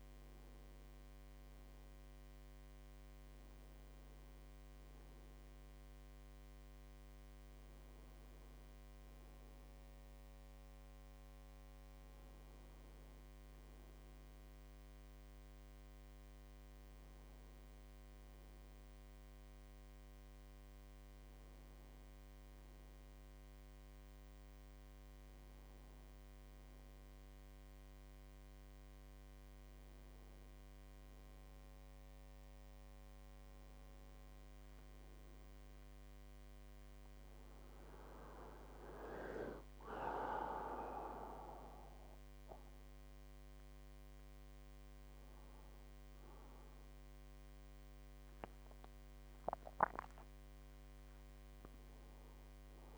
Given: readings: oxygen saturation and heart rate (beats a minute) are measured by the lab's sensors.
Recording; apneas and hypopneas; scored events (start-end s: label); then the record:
breathing in sleep by a microphone on the trachea; none
36.50-41.00 s: arousal
From the record:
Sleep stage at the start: N2 (light sleep); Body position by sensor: on the right side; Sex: male